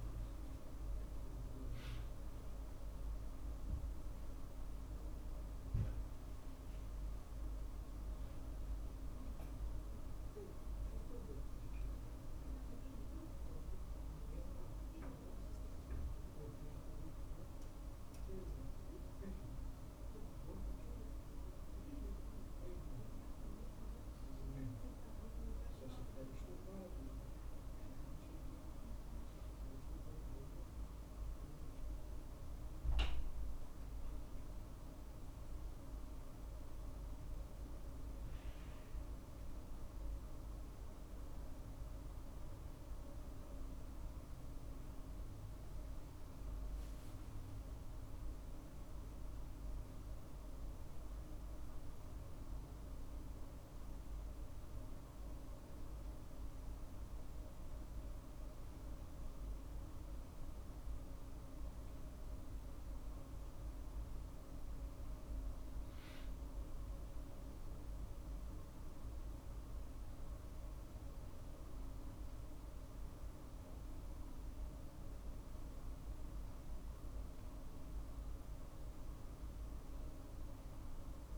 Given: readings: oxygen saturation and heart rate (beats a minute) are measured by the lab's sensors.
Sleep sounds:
a person awake in a sleep study, hard to hear, by a room microphone; none
59.00-64.00 s: arousal
From the record:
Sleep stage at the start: awake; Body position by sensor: on the right side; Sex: male

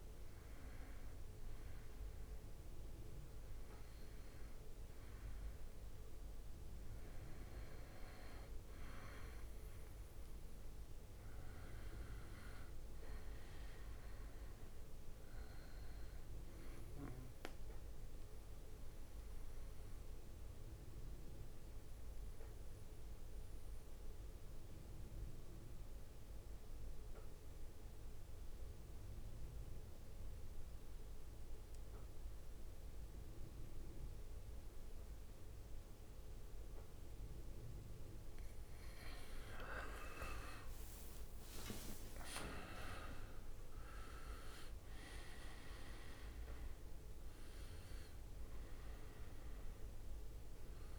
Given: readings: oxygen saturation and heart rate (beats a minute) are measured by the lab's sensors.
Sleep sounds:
breathing in sleep by a room microphone; 1
17.50-38.00 s: obstructive apnea (oxygen 98% before, 90% lowest, heart rate 66 before, 55 extreme, up 24 after)
39.50-45.50 s: arousal
41.00-43.00 s: long interval between heartbeats (device-marked, heart rate 59 before, 66 extreme)
41.00-43.50 s: leg movement (device-marked)
44.50-50.98 s: drop in pulse transit time (device-marked, heart rate 60 before, 62 extreme)
47.50-50.98 s: oxygen desaturation (device-marked, oxygen 96% before, 90% lowest, heart rate 63 before, 56 extreme)
From the record:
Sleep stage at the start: N2 (light sleep); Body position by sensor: on the back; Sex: male

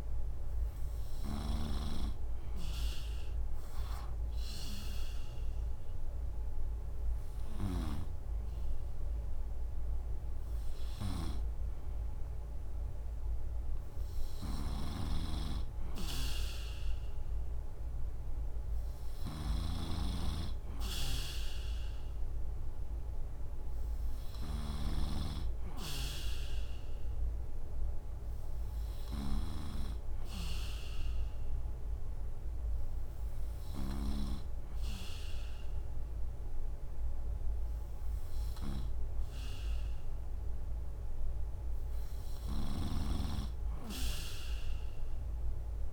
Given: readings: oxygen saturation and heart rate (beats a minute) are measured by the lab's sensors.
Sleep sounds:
breathing in sleep by a room microphone; none
0.00-1.50 s: snoring (device-marked)
14.00-34.00 s: snoring (device-marked)
42.50-45.93 s: snoring (device-marked)
From the record:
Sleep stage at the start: N2 (light sleep); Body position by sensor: on the right side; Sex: male

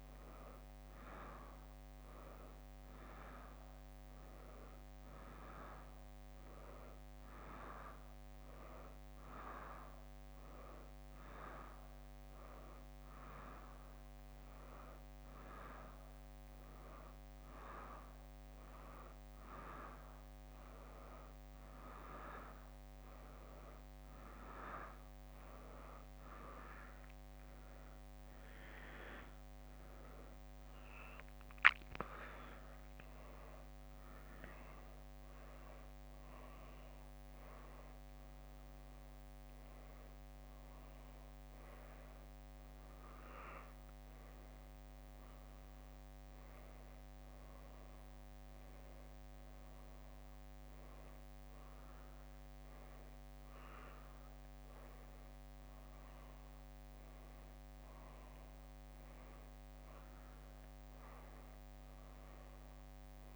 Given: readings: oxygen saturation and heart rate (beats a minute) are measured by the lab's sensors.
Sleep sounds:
a person awake in a sleep study, by a microphone on the trachea; none
0.00-1.50 s: leg movement (device-marked)
3.50-9.50 s: leg movement (device-marked)
11.50-19.50 s: leg movement (device-marked)
44.00-49.00 s: leg movement (device-marked)
50.50-56.50 s: leg movement (device-marked)
58.50-63.36 s: leg movement (device-marked)
From the record:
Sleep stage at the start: awake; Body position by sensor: on the back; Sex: female

